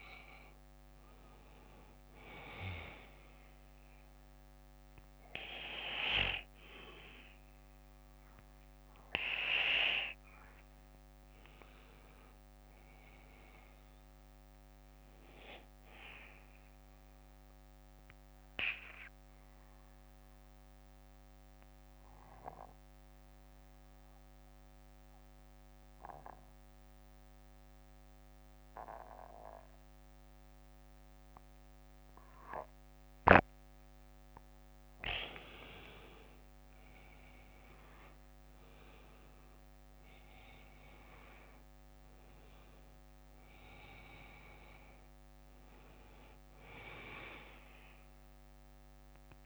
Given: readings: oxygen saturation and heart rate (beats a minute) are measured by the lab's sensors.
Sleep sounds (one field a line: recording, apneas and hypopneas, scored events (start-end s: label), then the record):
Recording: breathing in sleep by a microphone on the trachea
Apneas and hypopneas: 1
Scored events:
0.00-24.50 s: oxygen desaturation (device-marked, oxygen 92% lowest, heart rate 49 extreme)
1.50-8.50 s: bradycardia (device-marked, heart rate 61 before, 57 extreme)
15.50-34.50 s: bradycardia (device-marked, heart rate 61 before, 49 extreme)
18.50-35.00 s: central apnea (oxygen 97% before, 92% lowest, heart rate 62 before, 52 extreme, up 15 after)
37.50-42.50 s: arousal
43.50-49.46 s: oxygen desaturation (device-marked, oxygen 97% before, 92% lowest, heart rate 61 before, 48 extreme)
46.50-48.50 s: bradycardia (device-marked, heart rate 61 before, 62 extreme)
From the record:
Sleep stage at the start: N2 (light sleep)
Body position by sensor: on the back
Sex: male